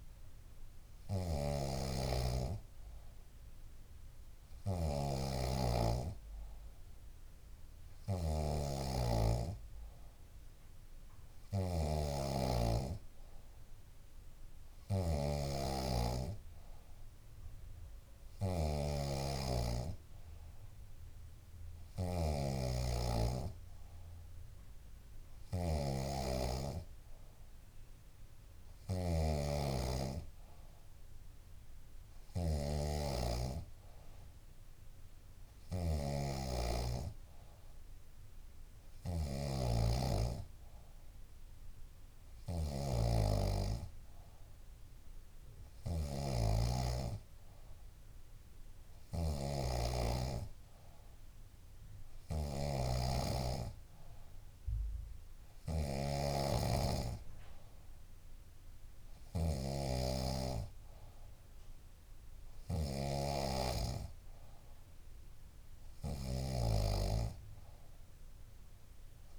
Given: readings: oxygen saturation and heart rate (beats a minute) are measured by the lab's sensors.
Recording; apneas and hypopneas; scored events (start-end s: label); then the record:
breathing in sleep by a room microphone; none
0.00-69.38 s: snoring (device-marked)
From the record:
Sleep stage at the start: N3 (deep sleep); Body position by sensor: on the back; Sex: female